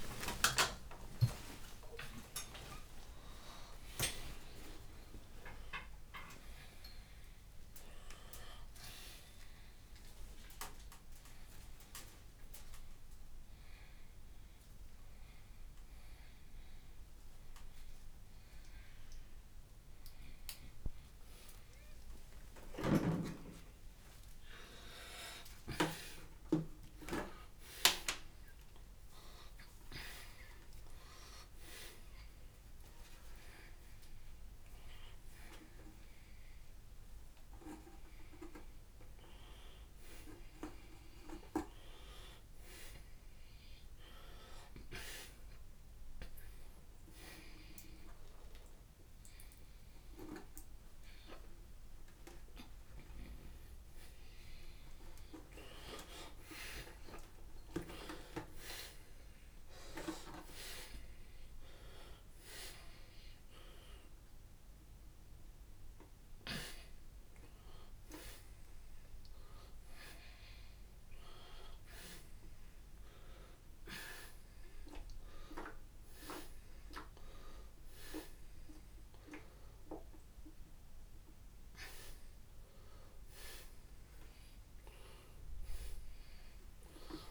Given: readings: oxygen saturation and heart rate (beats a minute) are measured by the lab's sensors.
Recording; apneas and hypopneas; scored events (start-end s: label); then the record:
a person awake in a sleep study, by a room microphone; none
10.50-27.50 s: oxygen desaturation (device-marked, oxygen 92% before, 89% lowest, heart rate 111 before, 90 extreme)
47.50-52.50 s: oxygen desaturation (device-marked, oxygen 91% before, 87% lowest, heart rate 157 before, 90 extreme)
69.50-80.50 s: oxygen desaturation (device-marked, oxygen 90% before, 81% lowest, heart rate 120 before, 79 extreme)
From the record:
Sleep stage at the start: awake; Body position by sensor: upright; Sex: male